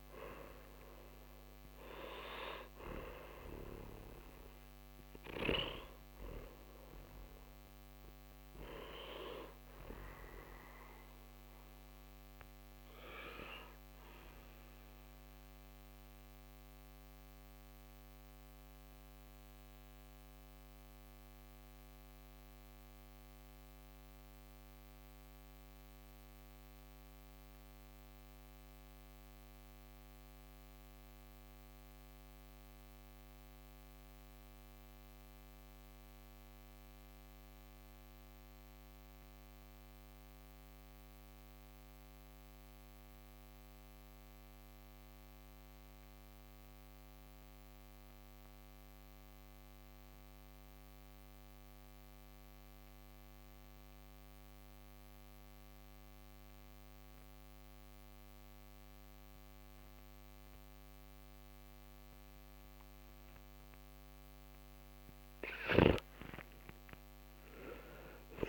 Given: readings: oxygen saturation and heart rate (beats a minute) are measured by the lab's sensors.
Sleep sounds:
breathing in sleep by a microphone on the trachea; 1
0.00-25.50 s: oxygen desaturation (device-marked, oxygen 89% lowest, heart rate 45 extreme)
15.00-64.00 s: mixed apnea (oxygen 95% before, 88% lowest, heart rate 65 before, 44 extreme, up 17 after)
62.50-68.49 s: oxygen desaturation (device-marked, oxygen 97% before, 88% lowest, heart rate 53 before, 48 extreme)
66.00-68.49 s: arousal
From the record:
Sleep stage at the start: N2 (light sleep); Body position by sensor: on the back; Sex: male

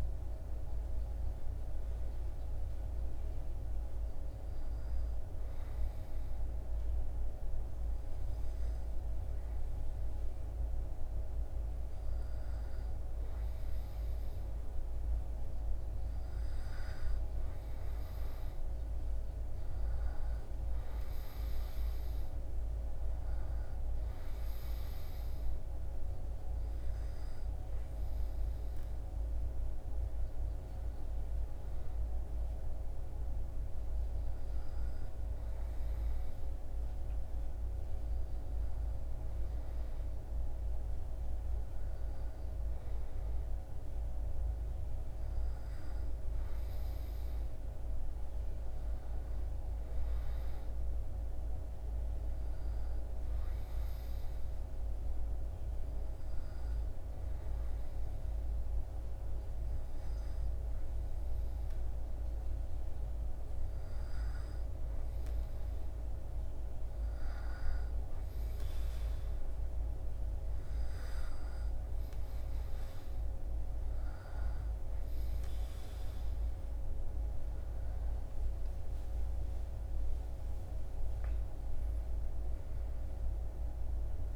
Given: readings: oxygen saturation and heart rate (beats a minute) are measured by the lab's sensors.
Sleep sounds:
breathing in sleep, hard to hear, by a room microphone; none
79.00-84.36 s: new sleep stage, REM sleep
From the record:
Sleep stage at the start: N2 (light sleep); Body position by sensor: on the back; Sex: male

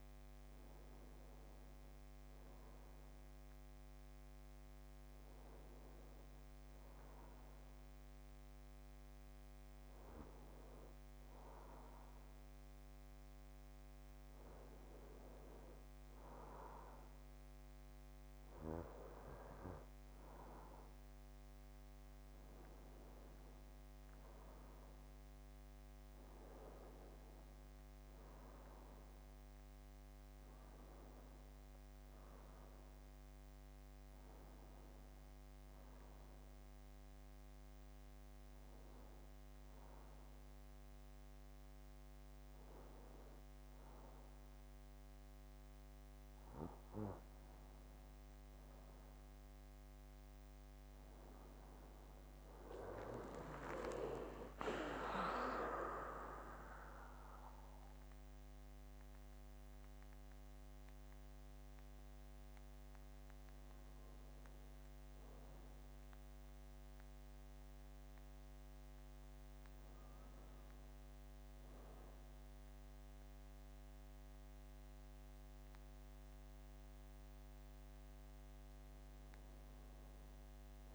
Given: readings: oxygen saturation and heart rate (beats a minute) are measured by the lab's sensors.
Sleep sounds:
breathing in sleep by a microphone on the trachea; 1
25.50-29.50 s: arousal
36.50-47.00 s: hypopnea (oxygen 95% before, 93% lowest, heart rate 65 before, 63 extreme, up 6 after)
50.00-54.00 s: arousal
From the record:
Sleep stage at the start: N2 (light sleep); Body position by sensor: on the back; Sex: male

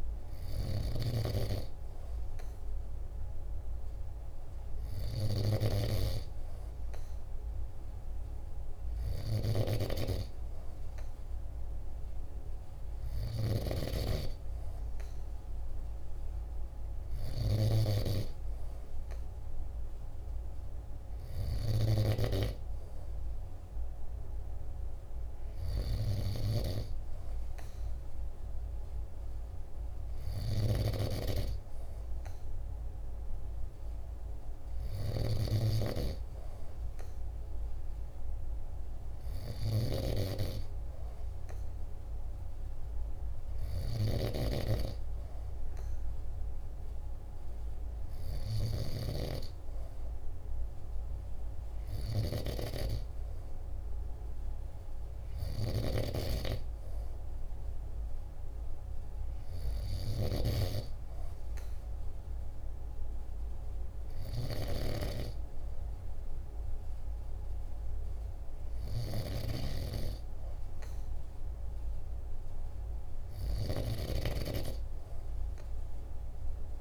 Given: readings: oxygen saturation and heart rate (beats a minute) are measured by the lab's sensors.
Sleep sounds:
breathing in sleep by a room microphone; none
8.50-17.00 s: snoring (device-marked)
43.00-48.50 s: snoring (device-marked)
From the record:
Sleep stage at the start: N2 (light sleep); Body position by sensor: on the back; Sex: male

